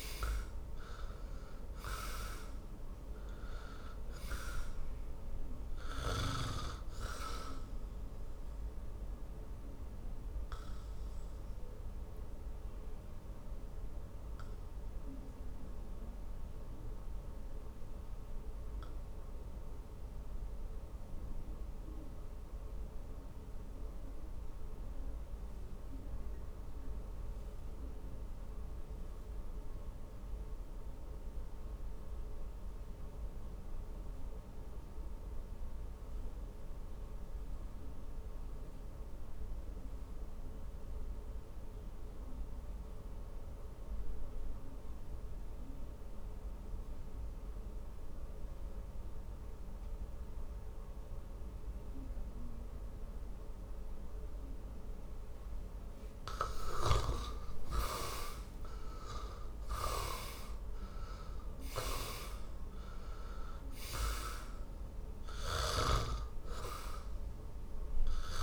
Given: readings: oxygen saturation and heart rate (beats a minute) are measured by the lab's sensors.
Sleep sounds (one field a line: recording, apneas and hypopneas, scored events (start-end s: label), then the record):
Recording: breathing in sleep by a room microphone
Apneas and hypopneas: 1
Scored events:
5.00-44.00 s: oxygen desaturation (device-marked, oxygen 99% before, 74% lowest, heart rate 57 before, 46 extreme)
9.50-55.50 s: obstructive apnea (oxygen 100% before, 74% lowest, heart rate 59 before, 47 extreme, up 23 after)
56.50-61.50 s: arousal
56.50-68.43 s: snoring (device-marked)
65.00-68.43 s: oxygen desaturation (device-marked, oxygen 97% before, 74% lowest, heart rate 58 before, 48 extreme)
From the record:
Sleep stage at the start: N2 (light sleep)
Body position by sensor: on the back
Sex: male